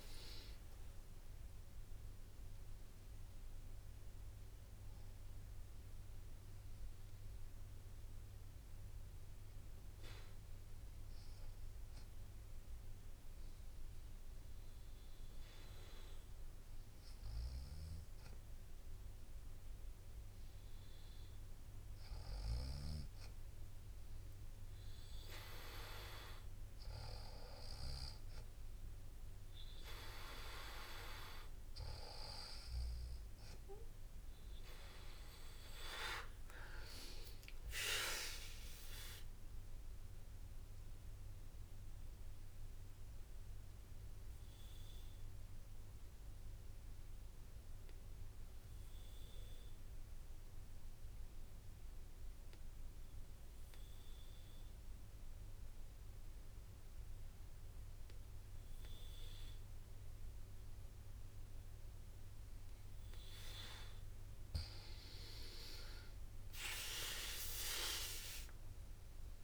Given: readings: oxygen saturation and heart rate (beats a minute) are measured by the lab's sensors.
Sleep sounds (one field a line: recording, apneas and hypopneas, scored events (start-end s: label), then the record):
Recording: breathing in sleep by a room microphone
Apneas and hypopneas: 2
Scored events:
0.00-1.00 s: arousal
0.00-4.00 s: oxygen desaturation (device-marked, oxygen 94% before, 91% lowest, heart rate 61 before, 59 extreme)
1.00-11.00 s: drop in pulse transit time (device-marked, heart rate 61 before, 60 extreme)
3.50-22.50 s: hypopnea (oxygen 96% before, 90% lowest, heart rate 62 before, 59 extreme, up 3 after)
10.00-13.00 s: bradycardia (device-marked, heart rate 61 before, 60 extreme)
26.50-29.00 s: arousal
36.00-49.00 s: drop in pulse transit time (device-marked, heart rate 61 before, 58 extreme)
40.00-62.50 s: obstructive apnea (oxygen 97% before, 92% lowest, heart rate 61 before, 57 extreme, up 8 after)
44.00-61.00 s: bradycardia (device-marked, heart rate 61 before, 57 extreme)
65.00-69.43 s: drop in pulse transit time (device-marked, heart rate 59 before, 60 extreme)
66.00-69.43 s: arousal
68.00-69.43 s: oxygen desaturation (device-marked, oxygen 97% before, 92% lowest, heart rate 58 before, 57 extreme)
From the record:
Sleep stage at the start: N2 (light sleep)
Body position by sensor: on the right side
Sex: female